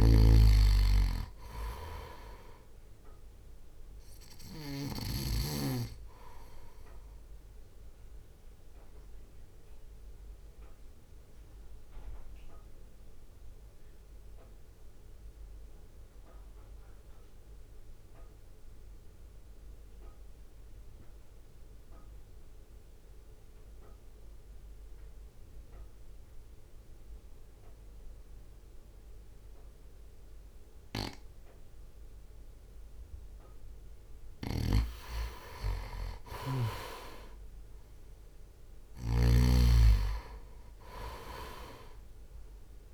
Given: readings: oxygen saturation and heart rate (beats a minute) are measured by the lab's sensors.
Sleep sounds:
breathing in sleep by a room microphone; 1
0.00-5.00 s: snoring (device-marked)
0.00-7.00 s: oxygen desaturation (device-marked, oxygen 92% lowest, heart rate 52 extreme)
7.50-33.50 s: mixed apnea (oxygen 98% before, 89% lowest, heart rate 59 before, 51 extreme, up 2 after)
15.00-28.00 s: oxygen desaturation (device-marked, oxygen 93% before, 89% lowest, heart rate 56 before, 52 extreme)
36.00-39.50 s: arousal
36.00-42.94 s: snoring (device-marked)
37.00-42.94 s: drop in pulse transit time (device-marked, heart rate 59 before, 52 extreme)
From the record:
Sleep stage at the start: N2 (light sleep); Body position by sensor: on the right side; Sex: male

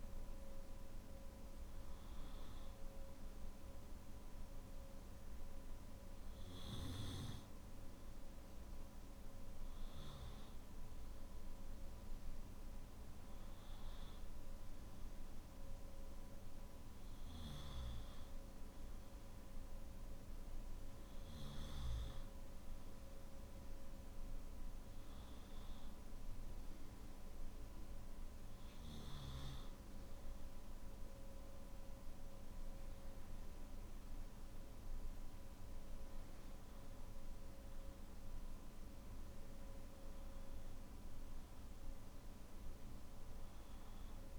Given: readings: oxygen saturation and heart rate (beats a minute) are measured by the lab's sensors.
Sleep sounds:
breathing in sleep, hard to hear, by a room microphone; none
17.50-44.39 s: new sleep stage, N2 (light sleep)
From the record:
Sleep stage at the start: N3 (deep sleep); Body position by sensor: on the back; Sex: male

